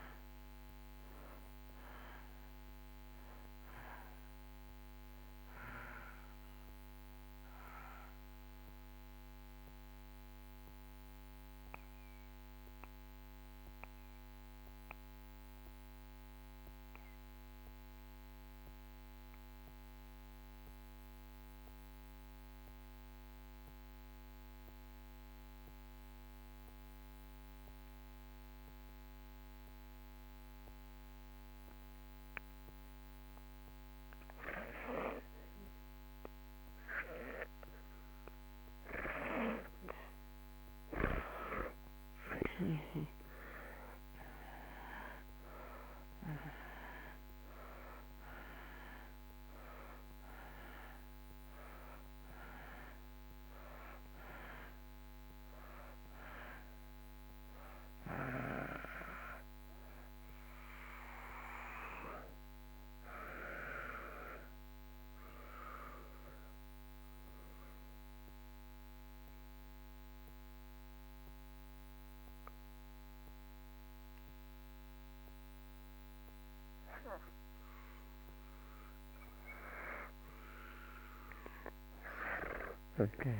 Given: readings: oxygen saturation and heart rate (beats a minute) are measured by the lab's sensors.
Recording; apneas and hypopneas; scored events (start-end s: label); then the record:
breathing in sleep by a microphone on the trachea; 2
0.00-24.00 s: oxygen desaturation (device-marked, oxygen 68% lowest)
6.50-36.50 s: mixed apnea (oxygen 94% before, 68% lowest)
37.00-76.00 s: oxygen desaturation (device-marked, oxygen 97% before, 70% lowest)
39.00-44.50 s: arousal
62.00-78.00 s: obstructive apnea (oxygen 96% before, 70% lowest)
81.00-83.40 s: arousal
From the record:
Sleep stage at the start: N2 (light sleep); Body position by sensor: on the back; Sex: male